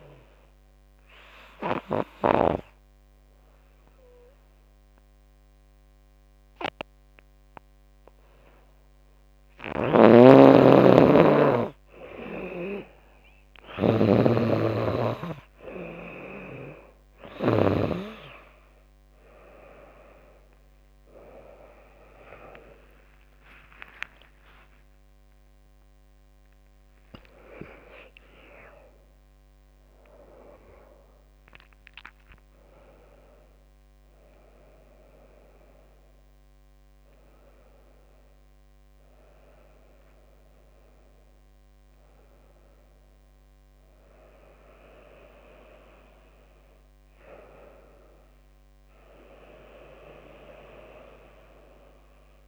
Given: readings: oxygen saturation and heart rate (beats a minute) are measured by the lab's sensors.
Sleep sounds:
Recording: a person awake in a sleep study, by a microphone on the trachea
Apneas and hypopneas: 1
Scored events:
0.00-2.50 s: snoring (device-marked)
0.50-10.50 s: obstructive apnea (oxygen 96% before, 90% lowest, heart rate 85 before, 78 extreme, up 15 after)
9.50-18.00 s: snoring (device-marked)
11.00-52.48 s: new sleep stage, awake
13.00-37.00 s: drop in pulse transit time (device-marked, heart rate 80 before, 84 extreme)
15.00-41.00 s: oxygen desaturation (device-marked, oxygen 95% before, 90% lowest, heart rate 81 before, 78 extreme)
20.00-35.00 s: tachycardia (device-marked, heart rate 83 before, 148 extreme)
24.50-26.50 s: long interval between heartbeats (device-marked, heart rate 87 before, 127 extreme)
28.00-30.00 s: long interval between heartbeats (device-marked, heart rate 98 before, 139 extreme)
31.50-33.50 s: long interval between heartbeats (device-marked, heart rate 106 before, 129 extreme)
From the record:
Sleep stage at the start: N2 (light sleep)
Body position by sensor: on the back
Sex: female

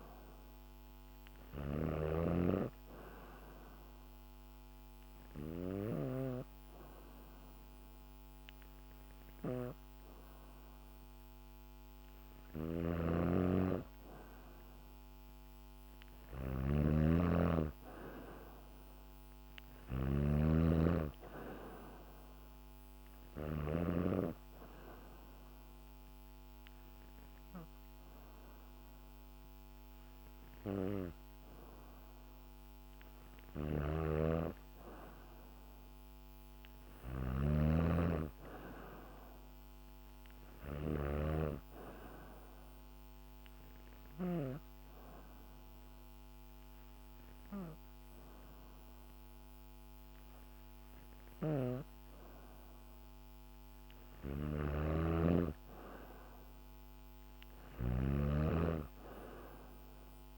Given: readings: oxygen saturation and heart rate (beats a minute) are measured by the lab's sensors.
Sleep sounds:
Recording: breathing in sleep by a microphone on the trachea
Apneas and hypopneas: 3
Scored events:
0.00-5.50 s: snoring (device-marked)
3.00-13.00 s: hypopnea (oxygen 94% before, 92% lowest, heart rate 70 before, 68 extreme, up 2 after)
12.00-23.50 s: snoring (device-marked)
16.00-20.00 s: arousal
23.50-33.50 s: hypopnea (oxygen 95% before, 92% lowest, heart rate 71 before, 68 extreme, up 1 after)
33.00-44.00 s: snoring (device-marked)
36.00-38.50 s: arousal
39.50-50.50 s: oxygen desaturation (device-marked, oxygen 95% before, 92% lowest, heart rate 71 before, 66 extreme)
43.00-53.50 s: hypopnea (oxygen 95% before, 92% lowest, heart rate 71 before, 66 extreme, up 1 after)
50.50-60.38 s: snoring (device-marked)
From the record:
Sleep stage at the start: N2 (light sleep)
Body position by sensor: on the back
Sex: female

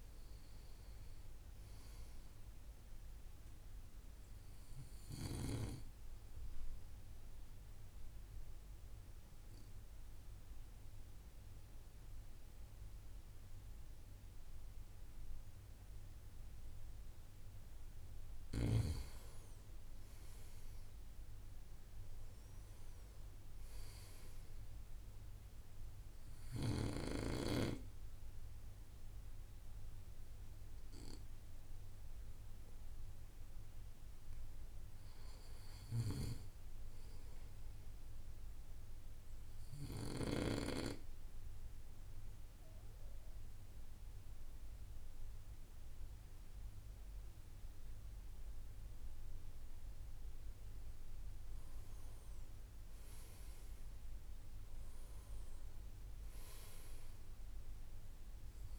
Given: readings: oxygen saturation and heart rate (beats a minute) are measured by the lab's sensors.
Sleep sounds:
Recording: breathing in sleep by a room microphone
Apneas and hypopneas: 2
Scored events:
5.50-17.50 s: obstructive apnea (oxygen 96% before, 92% lowest, heart rate 60 before, 54 extreme, up 7 after)
19.00-23.00 s: arousal
39.50-50.50 s: obstructive apnea (oxygen 95% before, 91% lowest, heart rate 58 before, 54 extreme, up 5 after)
51.50-55.50 s: arousal
From the record:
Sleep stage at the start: N2 (light sleep)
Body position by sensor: on the right side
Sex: male

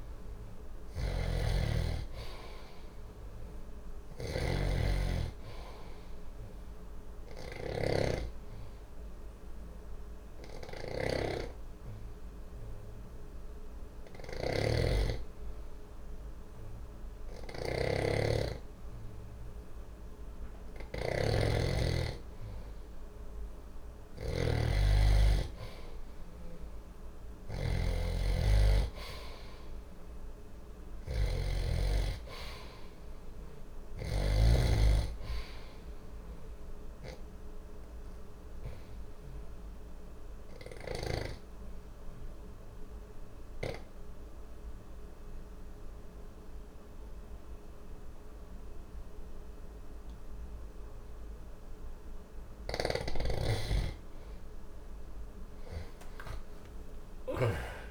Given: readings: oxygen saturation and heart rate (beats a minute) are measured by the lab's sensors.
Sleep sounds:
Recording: breathing in sleep by a room microphone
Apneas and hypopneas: 2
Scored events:
0.00-34.00 s: snoring (device-marked)
8.50-25.00 s: hypopnea (oxygen 98% before, 91% lowest, heart rate 60 before, 60 extreme, up 0 after)
16.00-25.00 s: oxygen desaturation (device-marked, oxygen 96% before, 93% lowest, heart rate 60 before, 60 extreme)
27.50-31.50 s: arousal
37.00-53.00 s: obstructive apnea (oxygen 96% before, 91% lowest, heart rate 60 before, 60 extreme, up 2 after)
52.00-57.00 s: snoring (device-marked)
56.00-57.91 s: arousal
From the record:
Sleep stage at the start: N2 (light sleep)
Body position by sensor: on the back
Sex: male

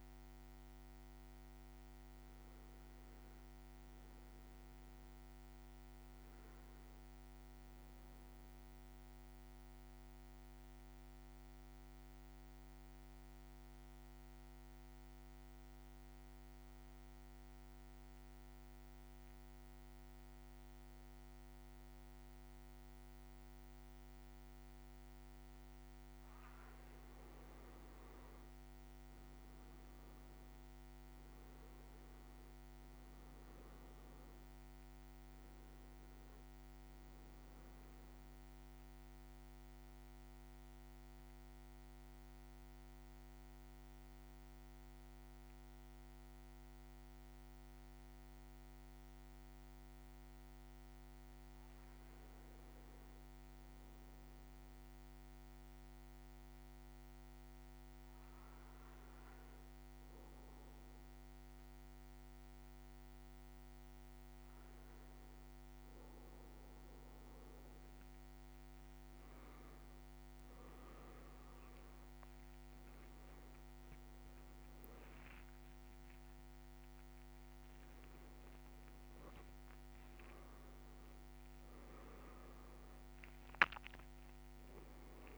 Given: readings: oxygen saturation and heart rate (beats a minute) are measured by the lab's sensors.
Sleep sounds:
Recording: breathing in sleep, hard to hear, by a microphone on the trachea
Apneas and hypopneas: 2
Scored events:
2.00-5.00 s: leg movement (device-marked)
9.50-25.00 s: mixed apnea (oxygen 98% before, 93% lowest, heart rate 58 before, 53 extreme, up 5 after)
27.00-32.00 s: arousal
27.50-29.50 s: leg movement (device-marked)
33.50-53.50 s: oxygen desaturation (device-marked, oxygen 99% before, 93% lowest, heart rate 57 before, 53 extreme)
39.50-50.50 s: central apnea (oxygen 99% before, 93% lowest, heart rate 58 before, 53 extreme, up 4 after)
40.50-85.38 s: new sleep stage, N2 (light sleep)
50.00-54.50 s: leg movement (device-marked)
54.50-60.00 s: arousal
66.50-69.00 s: leg movement (device-marked)
72.00-81.50 s: leg movement (device-marked)
From the record:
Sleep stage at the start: N1 (lightest sleep)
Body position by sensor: on the back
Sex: male

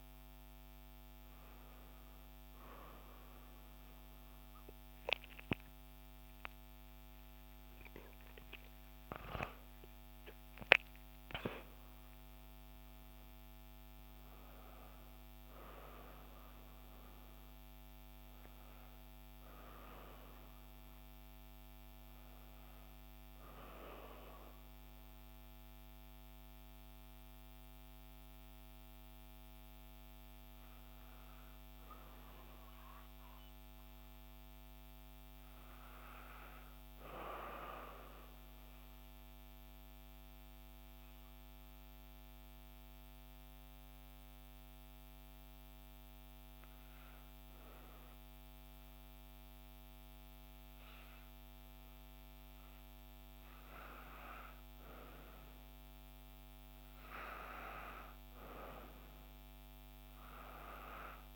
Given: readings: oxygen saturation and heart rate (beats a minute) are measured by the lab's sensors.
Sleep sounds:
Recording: a person partly awake in a sleep study, by a microphone on the trachea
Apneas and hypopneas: 1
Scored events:
7.00-37.00 s: new sleep stage, N1 (lightest sleep)
37.00-61.36 s: new sleep stage, N2 (light sleep)
38.50-54.00 s: mixed apnea (oxygen 99% before, 91% lowest, heart rate 61 before, 61 extreme, up 1 after)
40.00-61.36 s: oxygen desaturation (device-marked, oxygen 98% before, 91% lowest, heart rate 61 before, 61 extreme)
56.00-59.50 s: arousal
From the record:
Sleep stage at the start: awake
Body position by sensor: on the right side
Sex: female

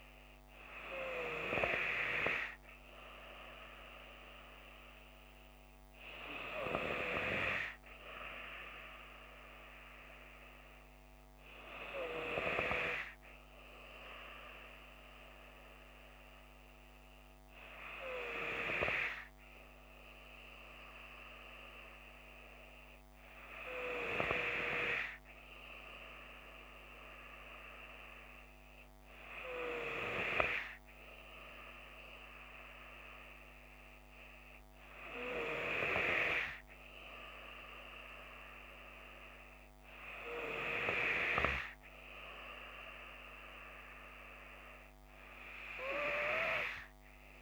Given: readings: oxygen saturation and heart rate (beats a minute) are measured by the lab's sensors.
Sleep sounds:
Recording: breathing in sleep by a microphone on the trachea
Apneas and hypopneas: none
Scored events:
none scored
From the record:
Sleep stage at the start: N2 (light sleep)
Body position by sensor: on the left side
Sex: female

